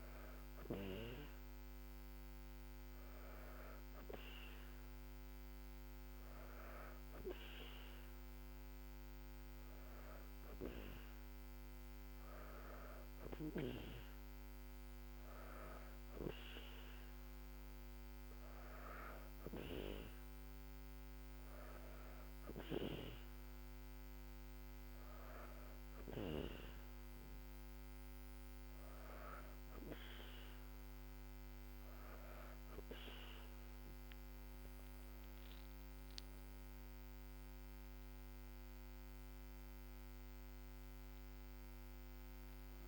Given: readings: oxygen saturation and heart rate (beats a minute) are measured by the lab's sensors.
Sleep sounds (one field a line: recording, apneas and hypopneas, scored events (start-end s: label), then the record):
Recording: breathing in sleep by a microphone on the trachea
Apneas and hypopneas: none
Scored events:
35.00-42.88 s: new sleep stage, awake
From the record:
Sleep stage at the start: N2 (light sleep)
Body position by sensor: on the back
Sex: female